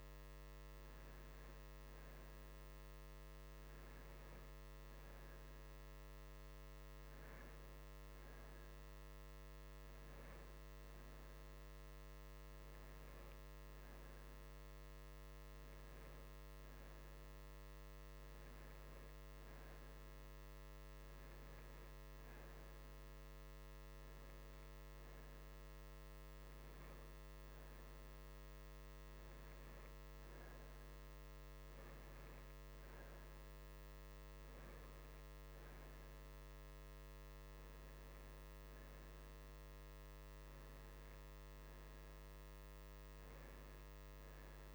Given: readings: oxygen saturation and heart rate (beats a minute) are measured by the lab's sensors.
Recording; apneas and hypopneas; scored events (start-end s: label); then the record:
breathing in sleep, hard to hear, by a microphone on the trachea; none
none scored
From the record:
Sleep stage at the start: N2 (light sleep); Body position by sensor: on the right side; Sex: male